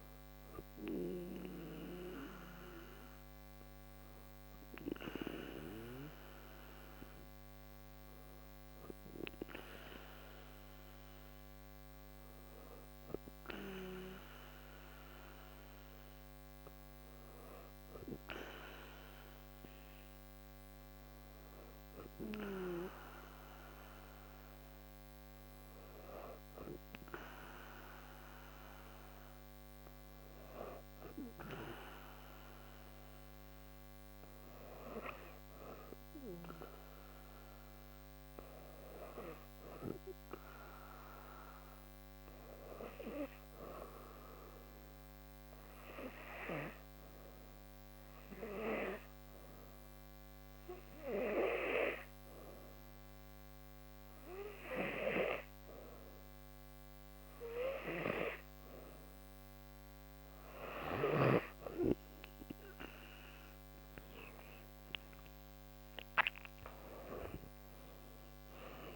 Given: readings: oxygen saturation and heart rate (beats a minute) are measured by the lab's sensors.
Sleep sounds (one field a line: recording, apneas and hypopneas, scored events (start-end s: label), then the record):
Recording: breathing in sleep by a microphone on the trachea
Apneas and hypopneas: 1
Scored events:
45.00-58.00 s: obstructive apnea (oxygen 97% before, 86% lowest, heart rate 76 before, 74 extreme, up 7 after)
56.00-68.96 s: oxygen desaturation (device-marked, oxygen 94% before, 86% lowest, heart rate 78 before, 71 extreme)
64.50-67.50 s: arousal
From the record:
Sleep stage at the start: N2 (light sleep)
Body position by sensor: on the back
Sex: female